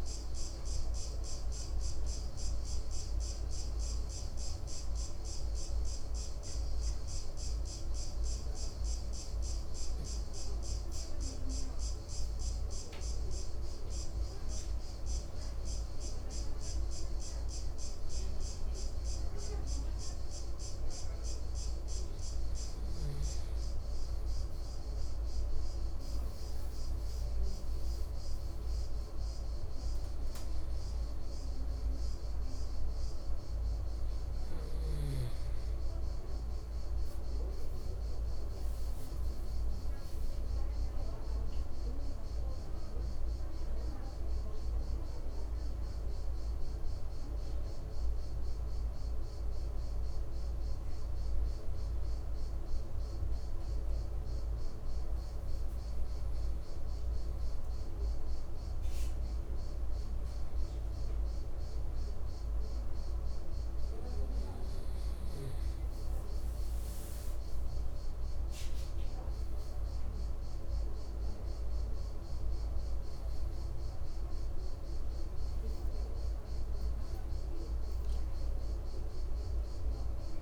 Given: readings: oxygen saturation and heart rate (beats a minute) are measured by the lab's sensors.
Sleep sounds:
breathing in sleep, hard to hear, by a room microphone; 1
2.00-13.50 s: hypopnea (oxygen 96% before, 94% lowest, heart rate 62 before, 59 extreme, up 3 after)
15.50-20.00 s: arousal
From the record:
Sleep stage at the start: N2 (light sleep); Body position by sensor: on the right side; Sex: male

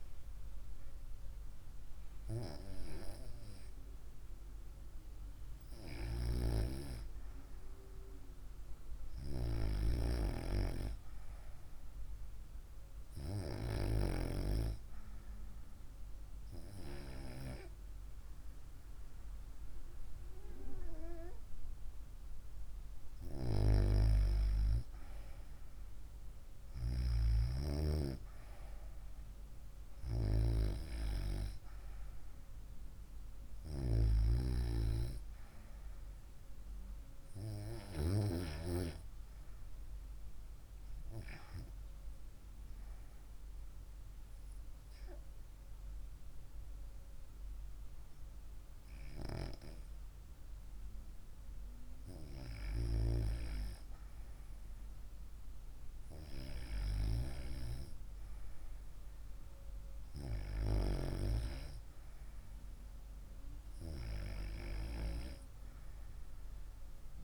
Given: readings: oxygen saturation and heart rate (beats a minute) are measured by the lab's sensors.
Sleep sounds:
breathing in sleep by a room microphone; none
none scored
From the record:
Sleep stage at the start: REM sleep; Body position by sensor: on the right side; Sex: female

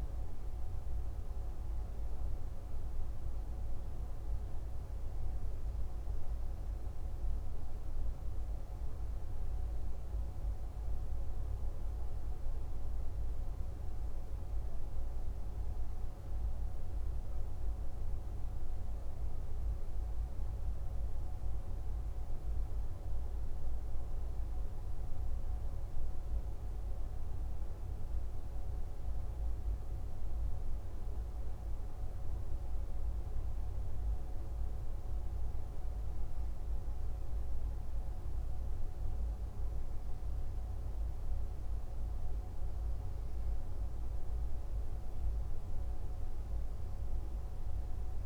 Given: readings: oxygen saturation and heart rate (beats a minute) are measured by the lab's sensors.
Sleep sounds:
breathing in sleep, hard to hear, by a room microphone; none
none scored
From the record:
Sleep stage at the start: N2 (light sleep); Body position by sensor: on the left side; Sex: male

